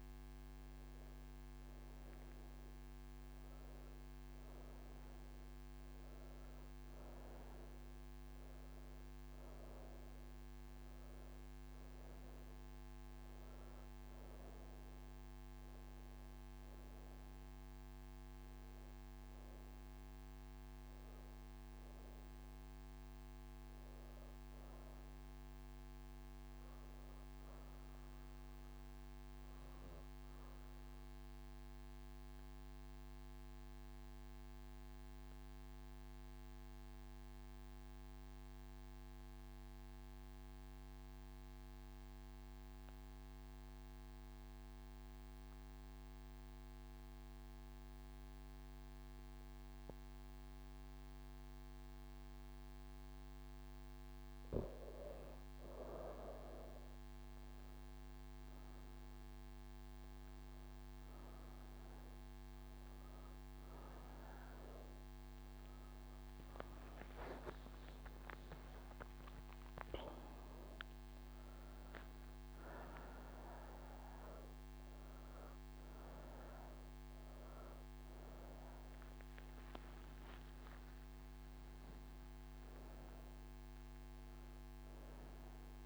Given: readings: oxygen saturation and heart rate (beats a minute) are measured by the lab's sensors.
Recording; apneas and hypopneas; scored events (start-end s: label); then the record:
breathing in sleep, hard to hear, by a microphone on the trachea; none
0.00-36.00 s: oxygen desaturation (device-marked, oxygen 91% lowest)
31.00-85.86 s: new sleep stage, N1 (lightest sleep)
From the record:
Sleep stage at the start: N3 (deep sleep); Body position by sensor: on the right side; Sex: female